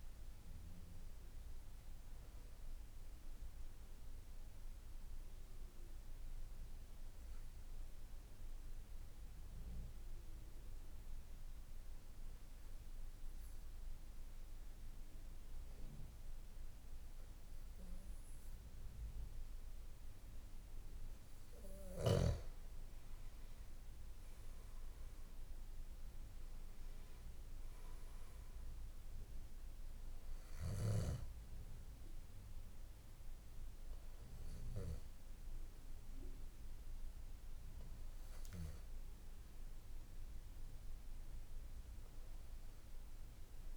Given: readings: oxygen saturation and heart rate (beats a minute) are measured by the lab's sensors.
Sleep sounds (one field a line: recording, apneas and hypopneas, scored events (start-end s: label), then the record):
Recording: breathing in sleep, hard to hear, by a room microphone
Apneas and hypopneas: 1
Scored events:
6.50-21.50 s: obstructive apnea (oxygen 96% before, 93% lowest, heart rate 55 before, 51 extreme, up 6 after)
From the record:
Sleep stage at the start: N1 (lightest sleep)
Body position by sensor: on the back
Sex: male